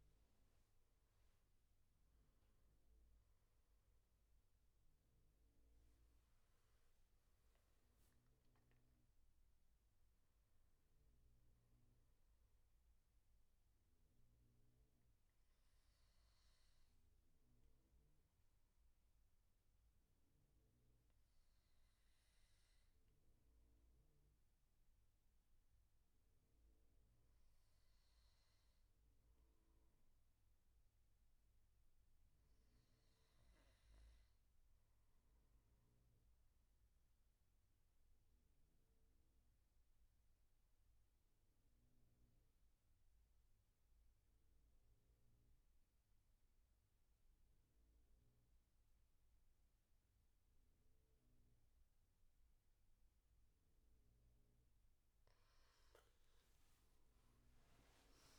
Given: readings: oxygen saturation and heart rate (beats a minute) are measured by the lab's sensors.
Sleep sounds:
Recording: breathing in sleep, hard to hear, by a room microphone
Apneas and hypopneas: 1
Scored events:
0.00-18.00 s: oxygen desaturation (device-marked, oxygen 92% lowest, heart rate 68 extreme)
13.00-54.00 s: obstructive apnea (oxygen 97% before, 90% lowest, heart rate 78 before, 66 extreme, up 20 after)
44.00-58.39 s: oxygen desaturation (device-marked, oxygen 97% before, 90% lowest, heart rate 75 before, 66 extreme)
56.50-58.39 s: arousal
From the record:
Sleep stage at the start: N2 (light sleep)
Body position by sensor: on the back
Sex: male

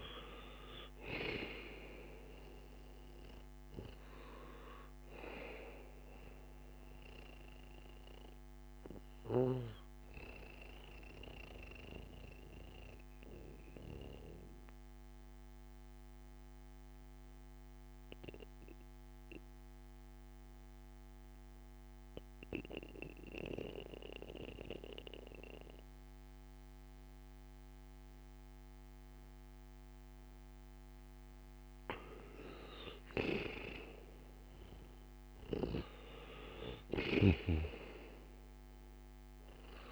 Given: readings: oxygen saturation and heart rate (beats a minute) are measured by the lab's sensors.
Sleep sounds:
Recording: breathing in sleep by a microphone on the trachea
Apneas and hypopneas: 1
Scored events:
0.00-21.00 s: oxygen desaturation (device-marked, oxygen 89% lowest, heart rate 56 extreme)
11.00-32.00 s: mixed apnea (oxygen 97% before, 89% lowest, heart rate 61 before, 56 extreme, up 13 after)
15.00-39.92 s: new sleep stage, N2 (light sleep)
33.00-37.50 s: arousal
From the record:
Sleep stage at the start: N1 (lightest sleep)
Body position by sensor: on the back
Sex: male

